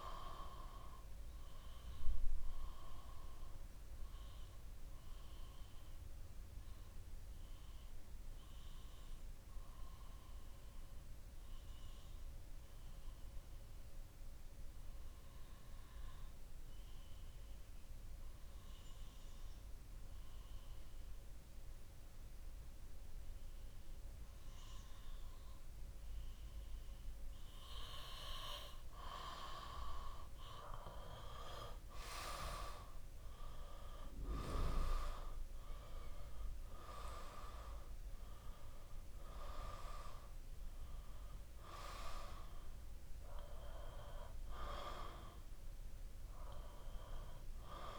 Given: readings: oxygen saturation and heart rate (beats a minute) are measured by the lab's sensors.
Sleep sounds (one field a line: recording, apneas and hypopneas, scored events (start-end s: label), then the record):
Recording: breathing in sleep by a room microphone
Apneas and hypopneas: 1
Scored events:
1.00-28.50 s: obstructive apnea (oxygen 97% before, 94% lowest, heart rate 66 before, 60 extreme, up 4 after)
16.50-30.50 s: oxygen desaturation (device-marked, oxygen 97% before, 94% lowest, heart rate 61 before, 61 extreme)
31.50-36.00 s: arousal
From the record:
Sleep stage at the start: REM sleep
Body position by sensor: on the back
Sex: male